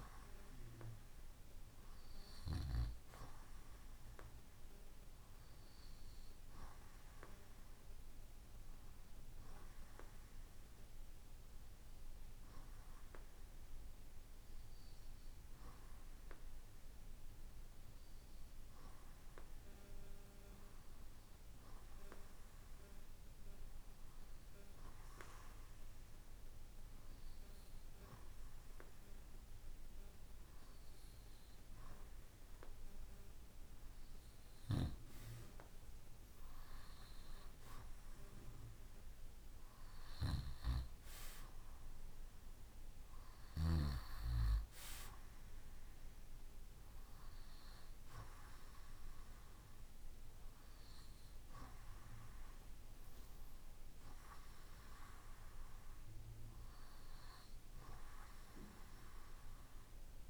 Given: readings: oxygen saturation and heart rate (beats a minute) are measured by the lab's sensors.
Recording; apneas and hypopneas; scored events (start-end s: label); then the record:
breathing in sleep by a room microphone; 1
9.50-32.50 s: hypopnea (oxygen 96% before, 95% lowest, heart rate 72 before, 61 extreme, up 7 after)
From the record:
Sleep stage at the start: REM sleep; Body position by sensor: on the right side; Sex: male